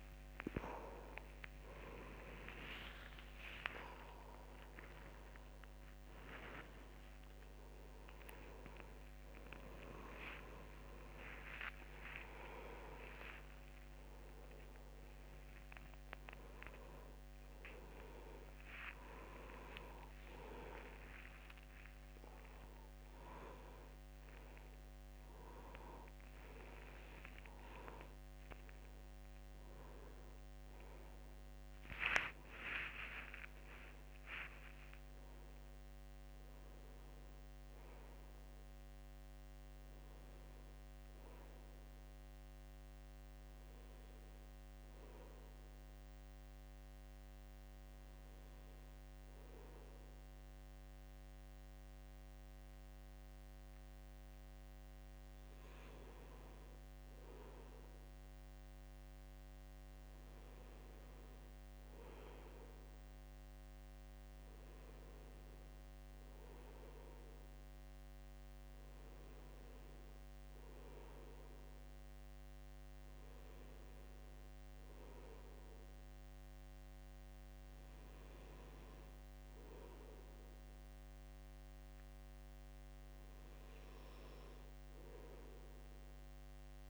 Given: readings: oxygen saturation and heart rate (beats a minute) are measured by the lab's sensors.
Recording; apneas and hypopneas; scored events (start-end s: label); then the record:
a person partly awake in a sleep study, by a microphone on the trachea; none
40.00-86.90 s: new sleep stage, N1 (lightest sleep)
64.00-78.00 s: oxygen desaturation (device-marked, oxygen 97% before, 94% lowest, heart rate 76 before, 73 extreme)
From the record:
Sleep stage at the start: awake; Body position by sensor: on the right side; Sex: male